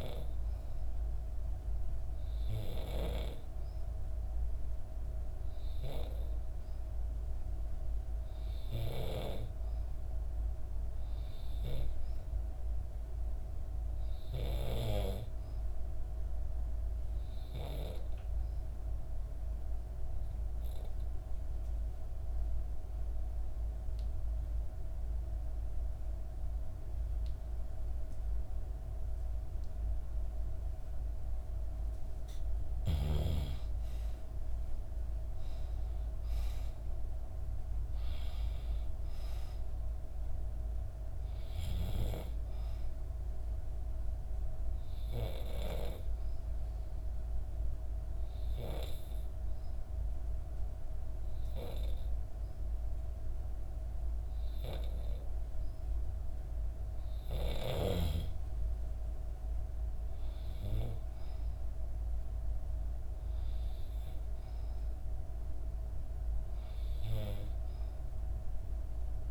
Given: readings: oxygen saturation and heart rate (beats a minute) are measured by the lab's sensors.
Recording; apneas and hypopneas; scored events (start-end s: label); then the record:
breathing in sleep by a room microphone; 2
19.00-31.50 s: obstructive apnea (oxygen 95% before, 90% lowest, heart rate 65 before, 63 extreme, up 5 after)
32.50-36.50 s: arousal
38.00-55.00 s: oxygen desaturation (device-marked, oxygen 94% before, 90% lowest, heart rate 65 before, 63 extreme)
43.00-56.00 s: hypopnea (oxygen 95% before, 90% lowest, heart rate 66 before, 63 extreme, up 3 after)
58.50-62.50 s: arousal
From the record:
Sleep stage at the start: N2 (light sleep); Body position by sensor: on the back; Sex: female